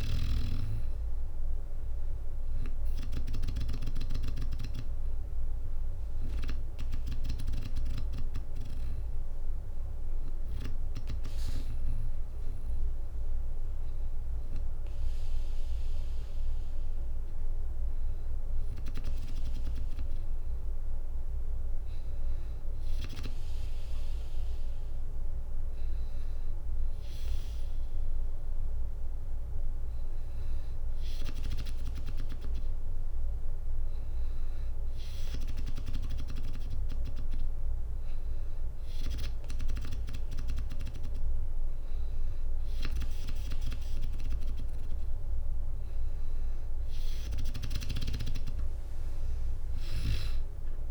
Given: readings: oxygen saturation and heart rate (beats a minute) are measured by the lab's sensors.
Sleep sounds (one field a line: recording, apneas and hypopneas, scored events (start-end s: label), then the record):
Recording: breathing in sleep by a room microphone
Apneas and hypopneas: 1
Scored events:
0.00-7.00 s: drop in pulse transit time (device-marked, heart rate 59 extreme)
0.00-17.00 s: oxygen desaturation (device-marked, oxygen 92% lowest, heart rate 58 extreme)
2.00-13.00 s: bradycardia (device-marked, heart rate 63 before, 58 extreme)
12.50-25.00 s: hypopnea (oxygen 96% before, 94% lowest, heart rate 63 before, 60 extreme, up 3 after)
46.50-50.50 s: arousal
47.00-50.91 s: drop in pulse transit time (device-marked, heart rate 63 before, 59 extreme)
From the record:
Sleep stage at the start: N2 (light sleep)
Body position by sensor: on the back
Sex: female